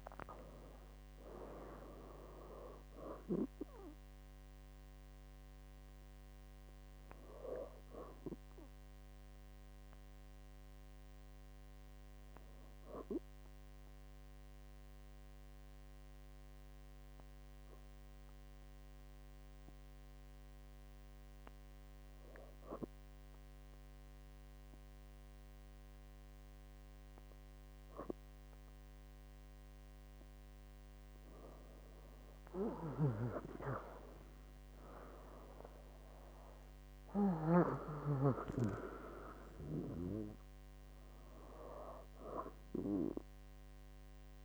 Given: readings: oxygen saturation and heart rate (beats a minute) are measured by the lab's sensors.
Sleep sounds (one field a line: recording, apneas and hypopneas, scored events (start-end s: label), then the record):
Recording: breathing in sleep by a microphone on the trachea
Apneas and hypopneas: 1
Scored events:
0.00-1.50 s: arousal
13.00-29.50 s: obstructive apnea (oxygen 98% before, 96% lowest, heart rate 71 before, 62 extreme, up 8 after)
33.00-39.00 s: arousal
From the record:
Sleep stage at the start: N2 (light sleep)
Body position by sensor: on the back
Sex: female